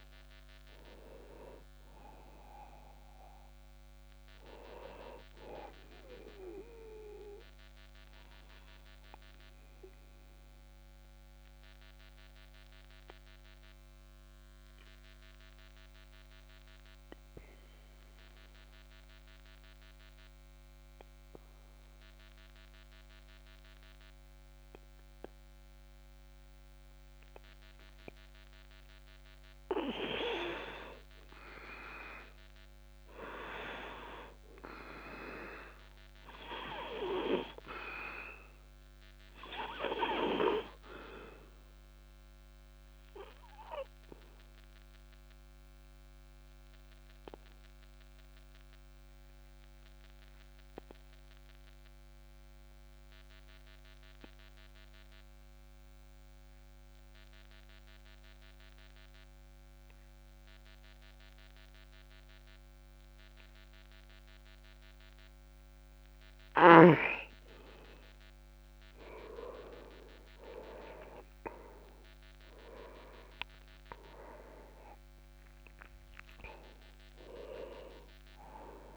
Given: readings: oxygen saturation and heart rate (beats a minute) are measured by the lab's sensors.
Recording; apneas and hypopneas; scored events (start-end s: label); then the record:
breathing in sleep by a microphone on the trachea; 2
0.00-15.50 s: oxygen desaturation (device-marked, oxygen 91% lowest)
7.00-29.00 s: obstructive apnea (oxygen 99% before, 91% lowest)
32.00-35.50 s: arousal
39.50-59.50 s: oxygen desaturation (device-marked, oxygen 98% before, 94% lowest, heart rate 57 before, 27 extreme)
43.50-67.50 s: obstructive apnea (oxygen 99% before, 90% lowest, heart rate 62 before, 27 extreme, up 13 after)
69.50-75.00 s: arousal
71.50-78.97 s: oxygen desaturation (device-marked, oxygen 98% before, 90% lowest, heart rate 53 before, 27 extreme)
From the record:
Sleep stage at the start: N2 (light sleep); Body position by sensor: on the back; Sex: male